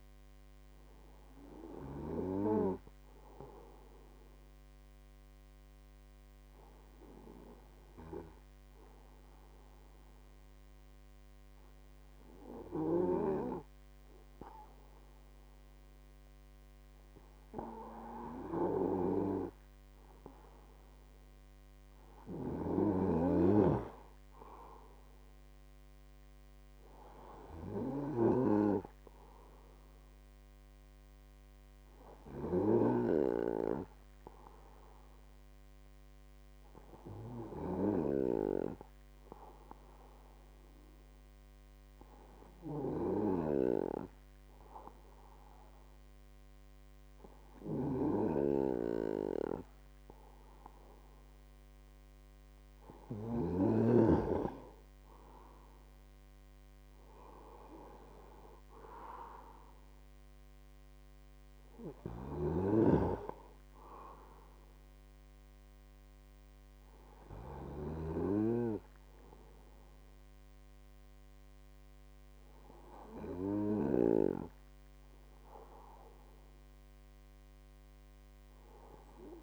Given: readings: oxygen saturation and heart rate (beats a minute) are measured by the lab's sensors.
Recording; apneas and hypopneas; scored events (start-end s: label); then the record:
breathing in sleep by a microphone on the trachea; 2
4.50-20.50 s: hypopnea (oxygen 98% before, 95% lowest, heart rate 52 before, 50 extreme, up 4 after)
22.50-25.00 s: arousal
38.50-51.00 s: hypopnea (oxygen 97% before, 95% lowest, heart rate 53 before, 49 extreme, up 6 after)
55.00-58.00 s: arousal
From the record:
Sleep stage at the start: N2 (light sleep); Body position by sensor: on the right side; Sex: male